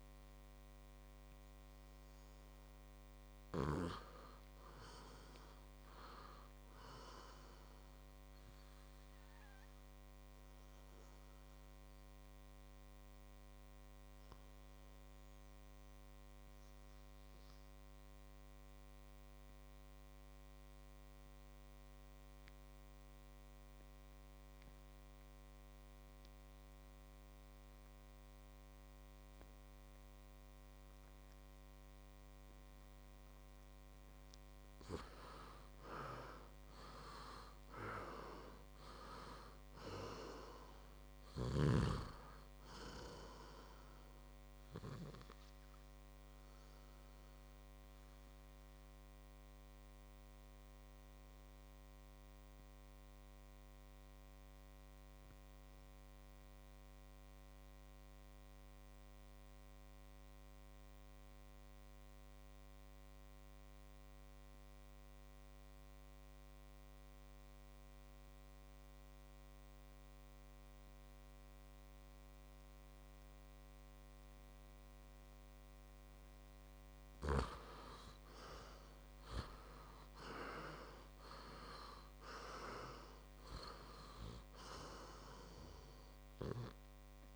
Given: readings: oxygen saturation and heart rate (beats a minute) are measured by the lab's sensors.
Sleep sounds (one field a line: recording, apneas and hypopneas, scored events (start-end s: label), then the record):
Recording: breathing in sleep by a microphone on the trachea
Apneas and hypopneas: 2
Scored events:
0.00-12.00 s: oxygen desaturation (device-marked, oxygen 94% lowest, heart rate 55 extreme)
9.50-33.50 s: obstructive apnea (oxygen 99% before, 87% lowest, heart rate 59 before, 53 extreme, up 7 after)
30.00-58.00 s: oxygen desaturation (device-marked, oxygen 97% before, 87% lowest, heart rate 58 before, 53 extreme)
35.00-39.00 s: arousal
48.50-75.50 s: obstructive apnea (oxygen 97% before, 87% lowest, heart rate 61 before, 53 extreme, up 5 after)
75.00-87.36 s: oxygen desaturation (device-marked, oxygen 98% before, 87% lowest, heart rate 60 before, 55 extreme)
77.50-82.00 s: arousal
From the record:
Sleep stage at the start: N2 (light sleep)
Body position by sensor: on the back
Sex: male